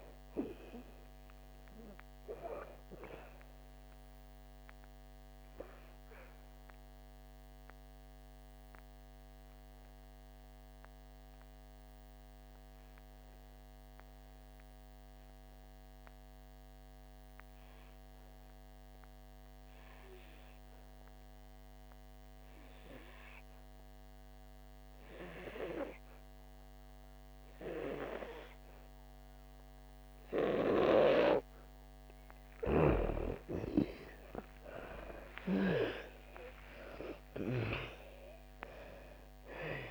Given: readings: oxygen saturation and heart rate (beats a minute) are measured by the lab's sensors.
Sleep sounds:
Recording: breathing in sleep by a microphone on the trachea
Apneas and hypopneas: 1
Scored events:
0.00-24.50 s: oxygen desaturation (device-marked, oxygen 88% lowest, heart rate 57 extreme)
5.00-31.50 s: obstructive apnea (oxygen 98% before, 86% lowest, heart rate 67 before, 56 extreme, up 3 after)
29.50-39.91 s: oxygen desaturation (device-marked, oxygen 99% before, 86% lowest, heart rate 61 before, 55 extreme)
34.50-39.91 s: arousal
From the record:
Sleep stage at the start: N2 (light sleep)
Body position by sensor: on the back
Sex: female

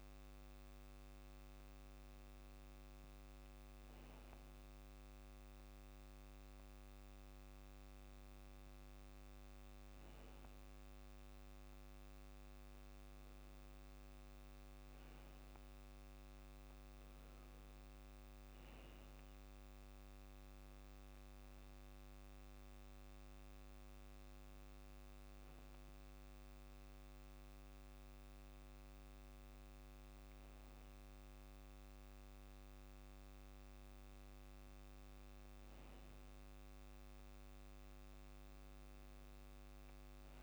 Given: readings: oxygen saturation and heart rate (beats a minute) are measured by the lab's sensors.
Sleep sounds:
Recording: breathing in sleep, hard to hear, by a microphone on the trachea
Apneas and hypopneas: none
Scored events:
none scored
From the record:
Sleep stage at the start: REM sleep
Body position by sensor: on the back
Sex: male

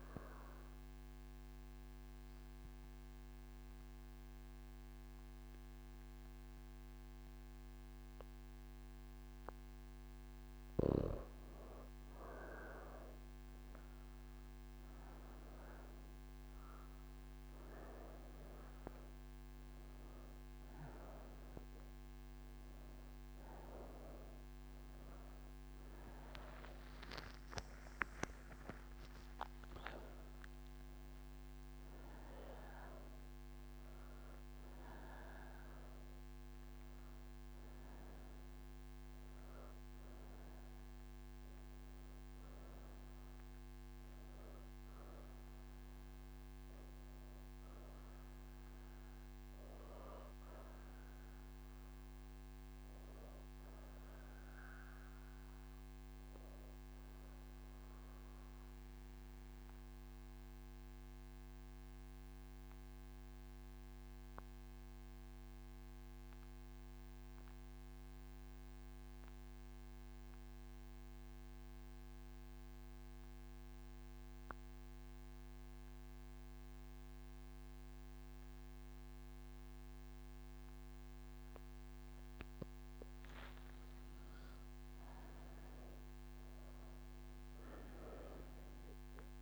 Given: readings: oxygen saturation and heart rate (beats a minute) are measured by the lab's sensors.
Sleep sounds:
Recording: breathing in sleep by a microphone on the trachea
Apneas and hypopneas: none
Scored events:
14.50-33.50 s: oxygen desaturation (device-marked, oxygen 98% before, 95% lowest)
35.50-63.50 s: oxygen desaturation (device-marked, oxygen 97% before, 90% lowest)
From the record:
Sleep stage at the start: N2 (light sleep)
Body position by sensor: on the right side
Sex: female

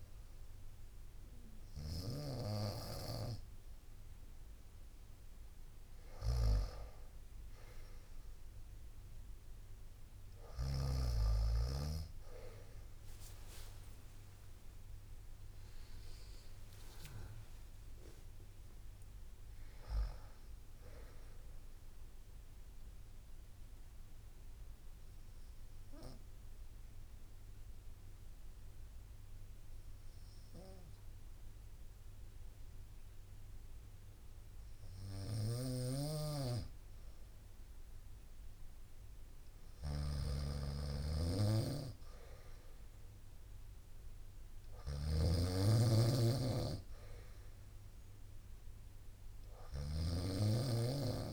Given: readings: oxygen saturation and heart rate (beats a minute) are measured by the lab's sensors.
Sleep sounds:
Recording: breathing in sleep by a room microphone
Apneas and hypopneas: 1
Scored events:
0.00-10.50 s: snoring (device-marked)
2.50-13.50 s: drop in pulse transit time (device-marked, heart rate 62 before, 63 extreme)
12.50-14.50 s: long interval between heartbeats (device-marked, heart rate 63 before, 80 extreme)
13.50-17.50 s: arousal
14.50-18.50 s: tachycardia (device-marked, heart rate 62 before, 117 extreme)
16.00-18.00 s: long interval between heartbeats (device-marked, heart rate 66 before, 87 extreme)
22.50-24.50 s: bradycardia (device-marked, heart rate 63 before, 79 extreme)
24.00-36.00 s: obstructive apnea (oxygen 94% before, 92% lowest, heart rate 82 before, 60 extreme, up 3 after)
34.50-51.33 s: snoring (device-marked)
38.50-42.00 s: arousal
44.50-51.33 s: oxygen desaturation (device-marked, oxygen 96% before, 92% lowest, heart rate 61 before, 60 extreme)
From the record:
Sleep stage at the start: N2 (light sleep)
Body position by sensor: on the right side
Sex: female

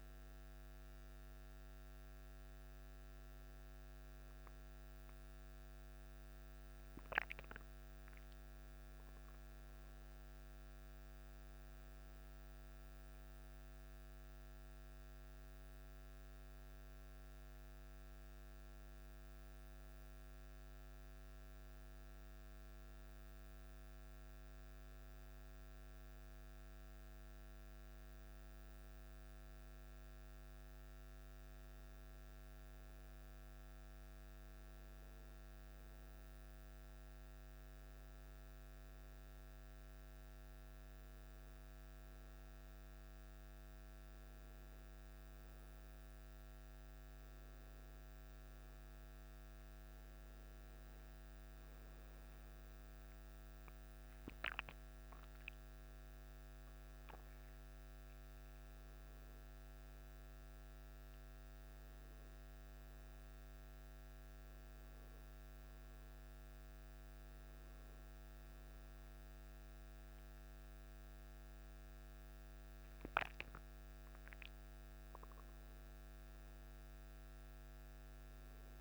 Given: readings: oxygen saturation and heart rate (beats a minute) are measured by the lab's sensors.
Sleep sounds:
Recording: a person awake in a sleep study, hard to hear, by a microphone on the trachea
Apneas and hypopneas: none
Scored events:
none scored
From the record:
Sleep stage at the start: awake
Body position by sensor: on the back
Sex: male

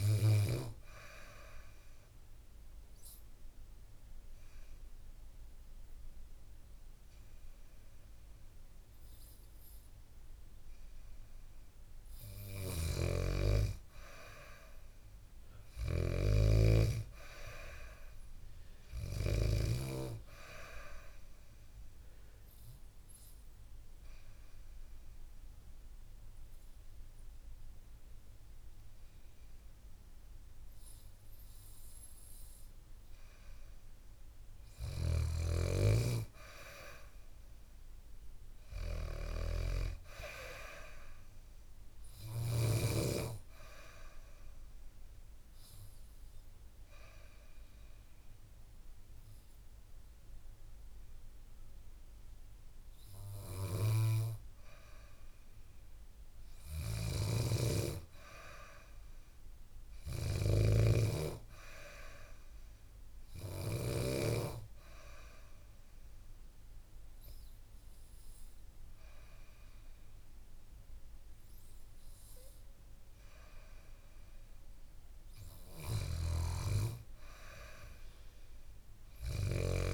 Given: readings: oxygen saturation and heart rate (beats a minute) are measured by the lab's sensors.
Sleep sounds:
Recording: breathing in sleep by a room microphone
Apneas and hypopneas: 4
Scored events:
0.00-9.50 s: oxygen desaturation (device-marked, oxygen 93% lowest, heart rate 64 extreme)
2.50-13.00 s: obstructive apnea (oxygen 96% before, 93% lowest, heart rate 69 before, 63 extreme, up 2 after)
12.00-19.00 s: snoring (device-marked)
14.50-17.50 s: arousal
19.50-32.50 s: oxygen desaturation (device-marked, oxygen 96% before, 93% lowest, heart rate 70 before, 63 extreme)
22.00-34.00 s: obstructive apnea (oxygen 96% before, 93% lowest, heart rate 70 before, 63 extreme, up 7 after)
36.00-39.00 s: arousal
44.50-56.00 s: obstructive apnea (oxygen 96% before, 93% lowest, heart rate 68 before, 66 extreme, up 3 after)
56.50-63.50 s: snoring (device-marked)
57.50-61.50 s: arousal
61.50-73.50 s: oxygen desaturation (device-marked, oxygen 97% before, 94% lowest, heart rate 69 before, 66 extreme)
64.50-75.50 s: obstructive apnea (oxygen 97% before, 93% lowest, heart rate 69 before, 66 extreme, up 2 after)
75.50-79.94 s: snoring (device-marked)
77.50-79.94 s: arousal
From the record:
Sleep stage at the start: N2 (light sleep)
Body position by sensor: on the back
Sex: female

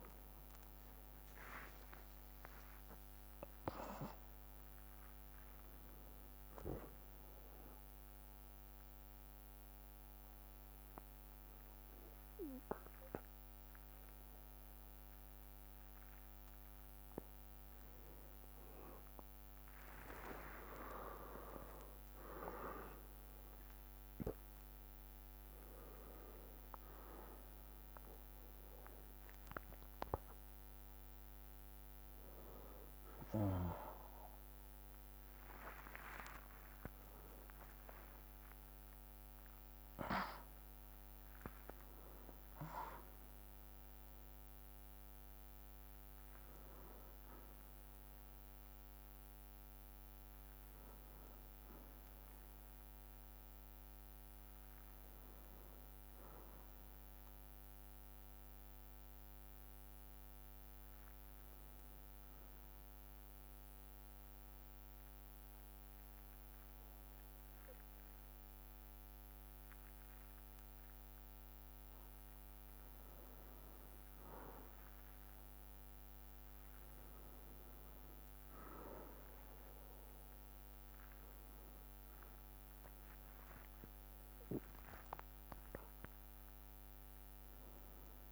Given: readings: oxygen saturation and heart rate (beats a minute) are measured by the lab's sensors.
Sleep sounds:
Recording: a person partly awake in a sleep study, by a microphone on the trachea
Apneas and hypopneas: 2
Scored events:
0.00-2.50 s: drop in pulse transit time (device-marked, heart rate 75 extreme)
1.00-3.00 s: long interval between heartbeats (device-marked, heart rate 89 before, 75 extreme)
3.50-88.32 s: new sleep stage, N1 (lightest sleep)
7.50-19.00 s: mixed apnea (oxygen 96% before, 95% lowest, heart rate 92 before, 56 extreme, up 14 after)
8.50-16.50 s: bradycardia (device-marked, heart rate 60 before, 56 extreme)
19.50-21.50 s: long interval between heartbeats (device-marked, heart rate 65 before, 69 extreme)
20.00-25.00 s: arousal
23.50-27.50 s: bradycardia (device-marked, heart rate 60 before, 59 extreme)
25.50-35.50 s: drop in pulse transit time (device-marked, heart rate 63 before, 59 extreme)
35.00-37.00 s: long interval between heartbeats (device-marked, heart rate 63 before, 68 extreme)
37.50-39.50 s: long interval between heartbeats (device-marked, heart rate 64 before, 79 extreme)
44.50-47.50 s: bradycardia (device-marked, heart rate 61 before, 60 extreme)
49.50-52.50 s: bradycardia (device-marked, heart rate 61 before, 59 extreme)
54.50-60.50 s: bradycardia (device-marked, heart rate 61 before, 59 extreme)
55.00-58.50 s: arousal
62.50-73.00 s: central apnea (oxygen 98% before, 95% lowest, heart rate 60 before, 57 extreme, up 4 after)
63.50-70.50 s: bradycardia (device-marked, heart rate 61 before, 57 extreme)
73.50-79.50 s: bradycardia (device-marked, heart rate 61 before, 58 extreme)
77.50-88.32 s: drop in pulse transit time (device-marked, heart rate 59 before, 57 extreme)
79.50-84.00 s: arousal
From the record:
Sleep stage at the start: awake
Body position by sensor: on the back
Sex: male

